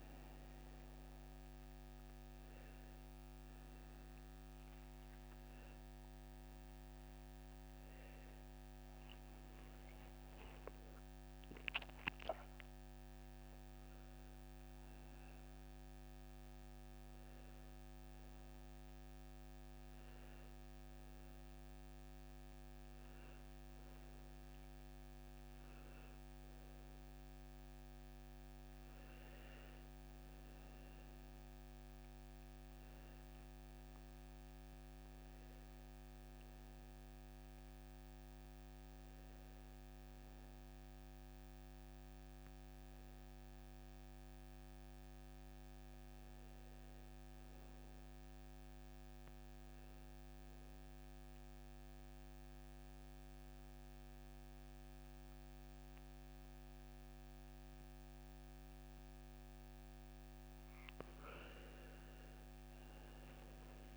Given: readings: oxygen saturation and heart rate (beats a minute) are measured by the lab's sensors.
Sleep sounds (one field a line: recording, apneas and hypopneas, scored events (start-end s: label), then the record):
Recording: a person partly awake in a sleep study, hard to hear, by a microphone on the trachea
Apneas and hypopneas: 1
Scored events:
0.00-10.50 s: oxygen desaturation (device-marked, oxygen 87% lowest)
11.50-63.97 s: new sleep stage, N1 (lightest sleep)
41.50-45.50 s: arousal
48.50-59.50 s: obstructive apnea (oxygen 97% before, 90% lowest)
57.50-63.97 s: oxygen desaturation (device-marked, oxygen 97% before, 90% lowest)
From the record:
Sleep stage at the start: awake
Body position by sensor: on the back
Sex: male